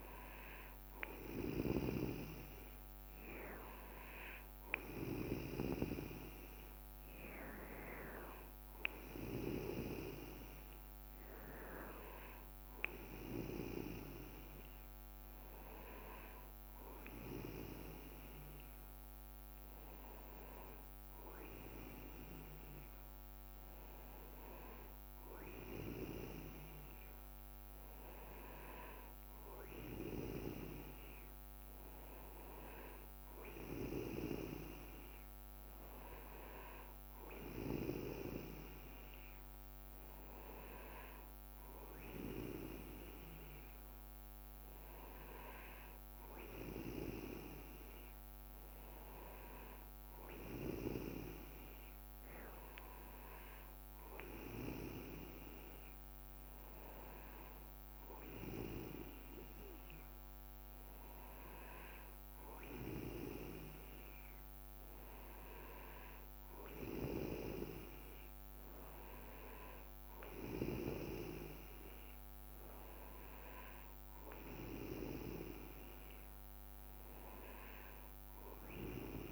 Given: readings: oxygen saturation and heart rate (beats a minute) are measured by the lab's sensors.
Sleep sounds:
breathing in sleep by a microphone on the trachea; none
none scored
From the record:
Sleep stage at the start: N2 (light sleep); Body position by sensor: on the back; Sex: male

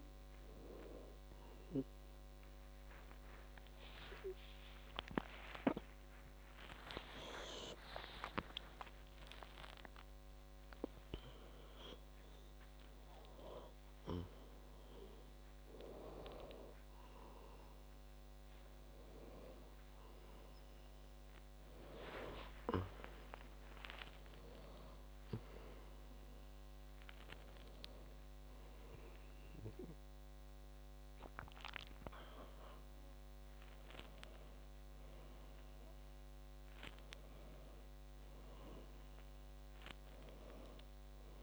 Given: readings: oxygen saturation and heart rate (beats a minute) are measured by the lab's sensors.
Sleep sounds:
a person awake in a sleep study, by a microphone on the trachea; none
29.00-41.42 s: new sleep stage, N1 (lightest sleep)
From the record:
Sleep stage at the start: awake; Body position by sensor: on the back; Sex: female

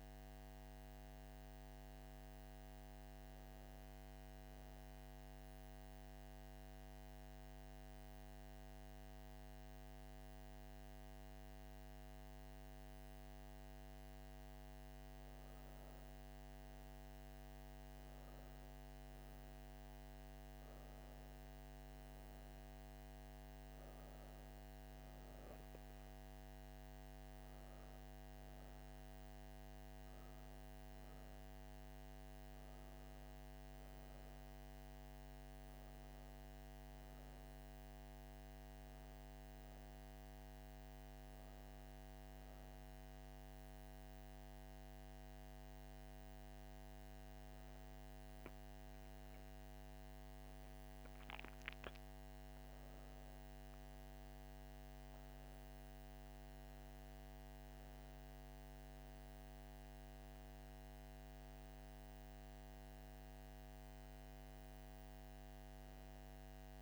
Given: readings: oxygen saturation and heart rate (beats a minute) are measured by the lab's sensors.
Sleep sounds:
breathing in sleep, hard to hear, by a microphone on the trachea; 2
4.00-14.00 s: central apnea (oxygen 95% before, 93% lowest)
22.00-27.00 s: arousal
40.50-51.50 s: hypopnea (oxygen 96% before, 94% lowest)
52.00-55.00 s: arousal
From the record:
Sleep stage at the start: N1 (lightest sleep); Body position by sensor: on the back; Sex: female

